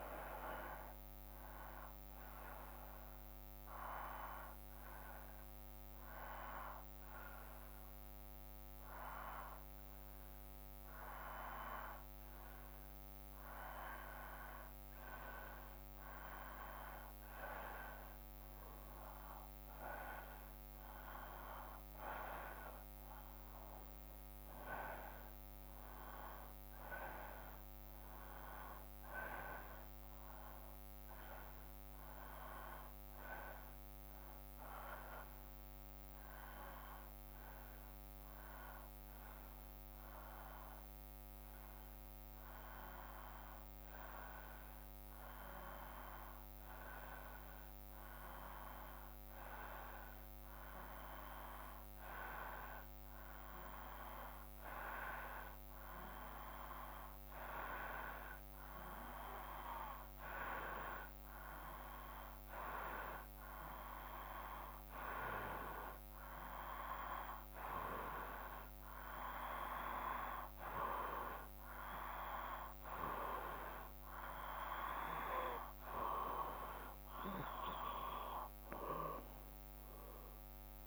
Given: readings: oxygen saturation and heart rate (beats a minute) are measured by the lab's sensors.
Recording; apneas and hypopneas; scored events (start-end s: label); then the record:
breathing in sleep by a microphone on the trachea; 2
2.00-15.50 s: hypopnea (oxygen 97% before, 92% lowest, heart rate 61 before, 57 extreme, up 2 after)
19.00-22.50 s: arousal
20.00-34.00 s: oxygen desaturation (device-marked, oxygen 96% before, 92% lowest, heart rate 57 before, 57 extreme)
38.00-72.50 s: hypopnea (oxygen 96% before, 91% lowest, heart rate 58 before, 56 extreme, up 2 after)
79.00-80.87 s: arousal
From the record:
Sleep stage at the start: N2 (light sleep); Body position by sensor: on the back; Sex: male